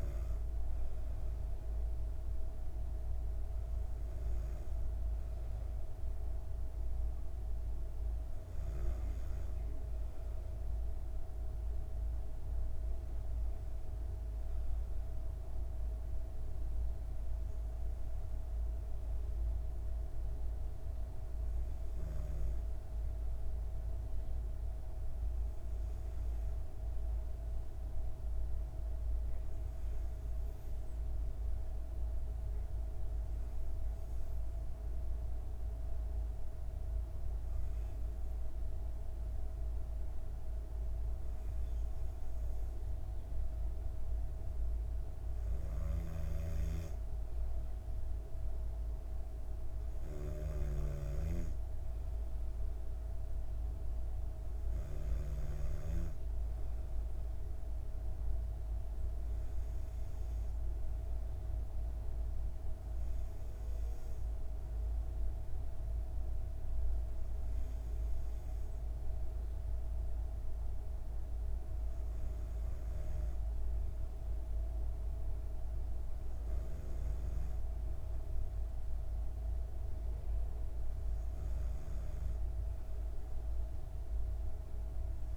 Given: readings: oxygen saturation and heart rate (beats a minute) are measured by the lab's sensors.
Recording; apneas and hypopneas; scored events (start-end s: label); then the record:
breathing in sleep, hard to hear, by a room microphone; 1
31.00-43.50 s: hypopnea (oxygen 95% before, 93% lowest)
45.50-48.50 s: arousal
46.00-51.00 s: snoring (device-marked)
From the record:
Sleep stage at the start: N2 (light sleep); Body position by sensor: on the back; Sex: female